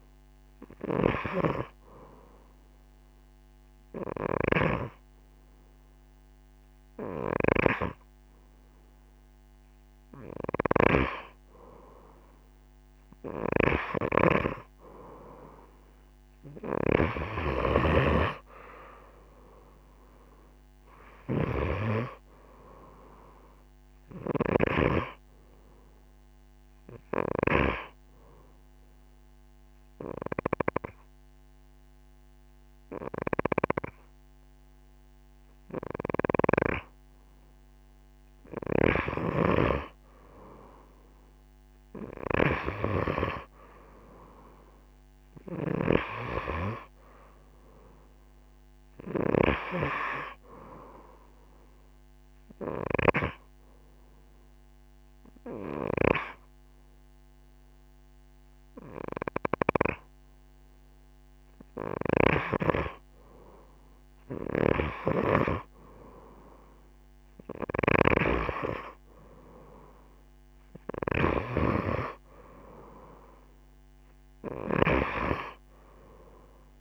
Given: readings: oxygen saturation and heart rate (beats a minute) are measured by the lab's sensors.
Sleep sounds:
breathing in sleep by a microphone on the trachea; 3
0.50-11.50 s: hypopnea (oxygen 93% before, 86% lowest)
15.00-18.00 s: arousal
23.00-46.00 s: oxygen desaturation (device-marked, oxygen 92% before, 86% lowest)
28.00-39.00 s: obstructive apnea (oxygen 93% before, 86% lowest)
39.00-42.50 s: snoring (device-marked)
42.50-45.50 s: arousal
48.00-62.00 s: oxygen desaturation (device-marked, oxygen 95% before, 88% lowest)
51.50-62.50 s: hypopnea (oxygen 95% before, 88% lowest)
64.00-67.50 s: arousal
70.00-76.81 s: oxygen desaturation (device-marked, oxygen 94% before, 89% lowest)
From the record:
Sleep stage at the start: N2 (light sleep); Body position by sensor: on the right side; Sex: female

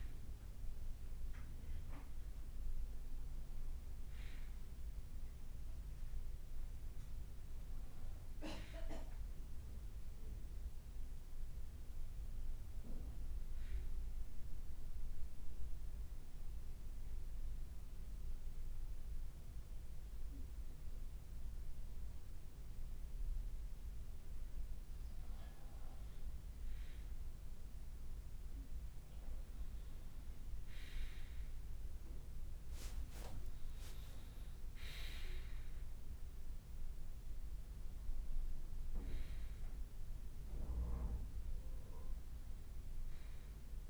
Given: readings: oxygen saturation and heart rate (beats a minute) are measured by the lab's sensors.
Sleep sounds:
breathing in sleep by a room microphone; 1
0.50-2.50 s: oxygen desaturation (device-marked, oxygen 98% before, 96% lowest, heart rate 59 before, 57 extreme)
14.00-25.00 s: central apnea (oxygen 98% before, 91% lowest, heart rate 59 before, 57 extreme, up 0 after)
28.00-31.50 s: arousal
31.50-37.50 s: leg movement (device-marked)
32.50-43.90 s: oxygen desaturation (device-marked, oxygen 94% before, 91% lowest, heart rate 57 before, 56 extreme)
From the record:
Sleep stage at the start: N2 (light sleep); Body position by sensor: on the right side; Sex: male

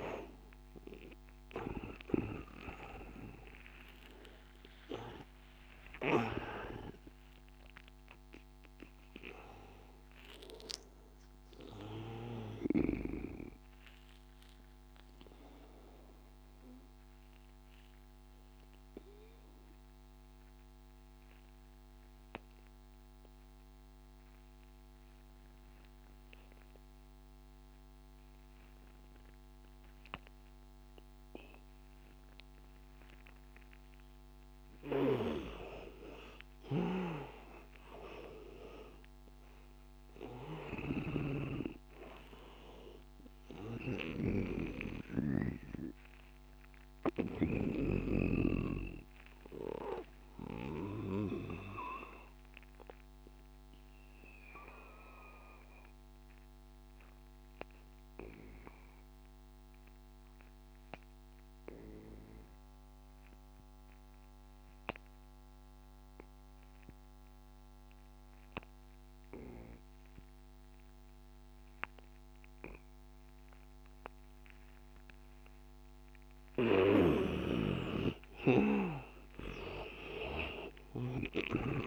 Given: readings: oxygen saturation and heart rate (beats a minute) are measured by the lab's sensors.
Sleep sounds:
breathing in sleep by a microphone on the trachea; 2
0.00-22.00 s: oxygen desaturation (device-marked, oxygen 79% lowest, heart rate 81 extreme)
14.00-35.00 s: obstructive apnea (oxygen 96% before, 79% lowest, heart rate 93 before, 81 extreme, up 9 after)
33.00-61.00 s: oxygen desaturation (device-marked, oxygen 99% before, 86% lowest, heart rate 87 before, 85 extreme)
36.50-47.50 s: snoring (device-marked)
37.00-41.00 s: arousal
46.50-75.00 s: obstructive apnea (oxygen 99% before, 84% lowest, heart rate 88 before, 85 extreme, up 6 after)
73.00-81.87 s: oxygen desaturation (device-marked, oxygen 99% before, 84% lowest, heart rate 89 before, 81 extreme)
76.50-81.87 s: snoring (device-marked)
79.00-81.87 s: arousal
From the record:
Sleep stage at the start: N2 (light sleep); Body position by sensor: on the back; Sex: male

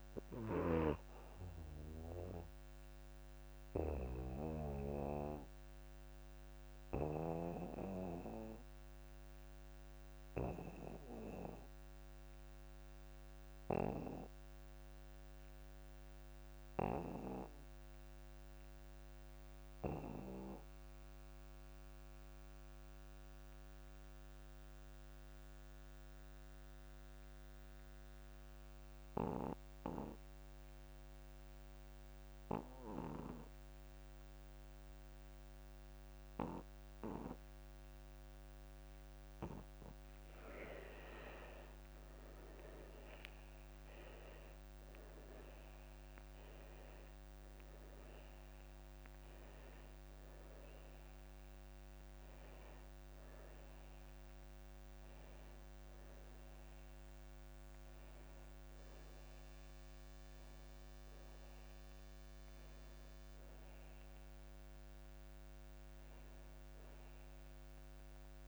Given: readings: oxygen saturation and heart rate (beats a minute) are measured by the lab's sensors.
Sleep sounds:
breathing in sleep by a microphone on the trachea; 1
1.50-19.50 s: oxygen desaturation (device-marked, oxygen 99% before, 91% lowest)
2.50-39.50 s: obstructive apnea (oxygen 99% before, 74% lowest)
25.50-68.48 s: oxygen desaturation (device-marked, oxygen 95% before, 74% lowest)
41.00-44.50 s: arousal
From the record:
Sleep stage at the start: N2 (light sleep); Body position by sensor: on the back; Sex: male

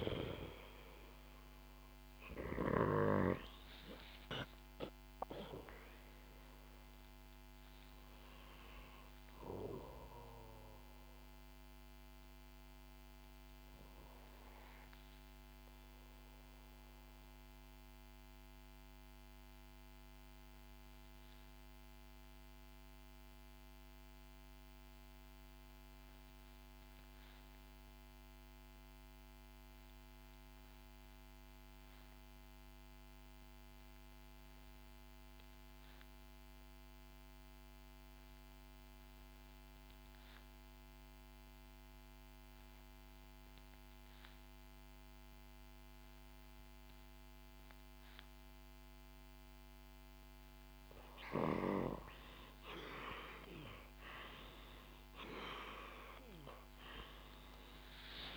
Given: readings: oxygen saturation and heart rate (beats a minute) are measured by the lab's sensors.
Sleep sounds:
breathing in sleep by a microphone on the trachea; 1
0.00-27.00 s: oxygen desaturation (device-marked, oxygen 95% before, 88% lowest, heart rate 67 before, 57 extreme)
17.50-49.50 s: obstructive apnea (oxygen 96% before, 83% lowest, heart rate 68 before, 59 extreme, up 5 after)
42.00-58.36 s: oxygen desaturation (device-marked, oxygen 97% before, 83% lowest, heart rate 64 before, 61 extreme)
53.00-58.36 s: arousal
From the record:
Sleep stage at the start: N2 (light sleep); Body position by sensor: on the back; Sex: female

